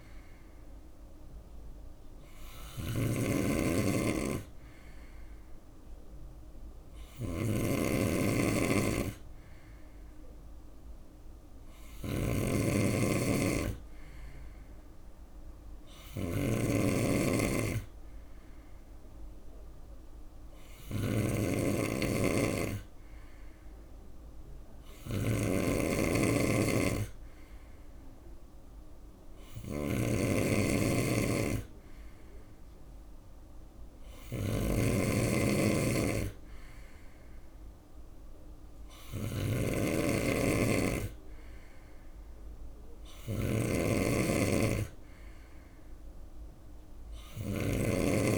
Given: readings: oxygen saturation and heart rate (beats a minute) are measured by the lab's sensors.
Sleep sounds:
breathing in sleep by a room microphone; none
0.00-48.38 s: snoring (device-marked)
From the record:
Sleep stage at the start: N2 (light sleep); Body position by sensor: on the right side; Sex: male

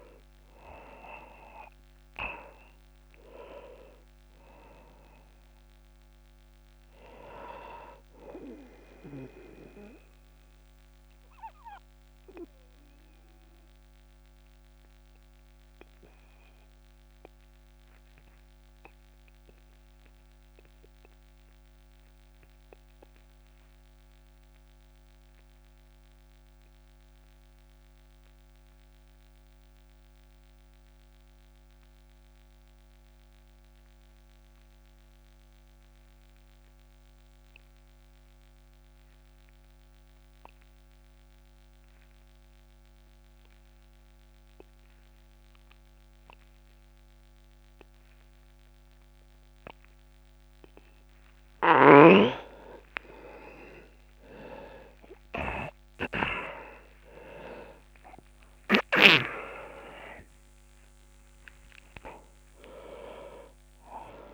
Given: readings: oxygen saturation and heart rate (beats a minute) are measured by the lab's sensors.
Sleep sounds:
breathing in sleep by a microphone on the trachea; 1
0.00-28.00 s: oxygen desaturation (device-marked, oxygen 86% lowest)
9.00-50.00 s: obstructive apnea (oxygen 99% before, 85% lowest)
47.00-64.34 s: oxygen desaturation (device-marked, oxygen 99% before, 85% lowest)
52.00-56.50 s: arousal
From the record:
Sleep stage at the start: REM sleep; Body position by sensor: on the back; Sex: male

